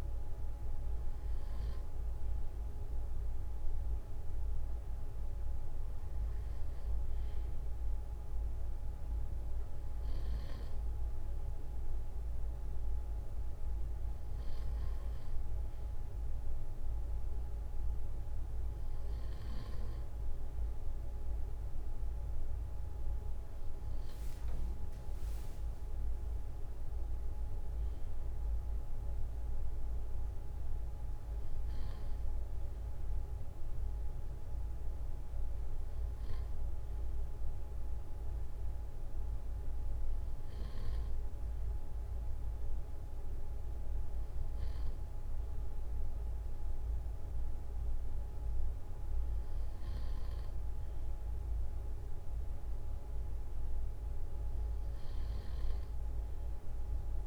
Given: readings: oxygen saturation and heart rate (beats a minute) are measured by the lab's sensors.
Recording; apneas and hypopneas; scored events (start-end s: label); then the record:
breathing in sleep, hard to hear, by a room microphone; none
none scored
From the record:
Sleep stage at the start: N2 (light sleep); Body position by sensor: on the front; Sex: male